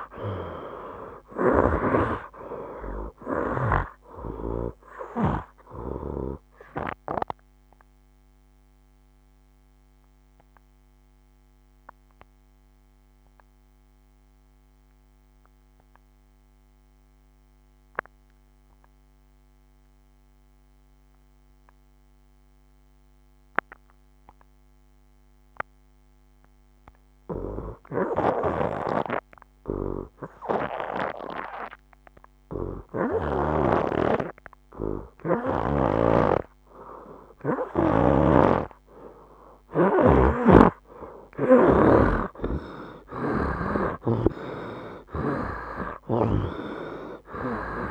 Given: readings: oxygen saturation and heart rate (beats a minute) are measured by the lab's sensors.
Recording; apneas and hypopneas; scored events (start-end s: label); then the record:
breathing in sleep by a microphone on the trachea; 1
0.00-2.00 s: snoring (device-marked)
0.00-21.50 s: oxygen desaturation (device-marked, oxygen 82% lowest, heart rate 64 extreme)
8.00-38.50 s: obstructive apnea (oxygen 98% before, 79% lowest, heart rate 74 before, 64 extreme, up 12 after)
27.50-47.91 s: oxygen desaturation (device-marked, oxygen 98% before, 79% lowest, heart rate 68 before, 65 extreme)
38.00-42.00 s: snoring (device-marked)
41.00-45.50 s: arousal
From the record:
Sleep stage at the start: N2 (light sleep); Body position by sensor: on the right side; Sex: male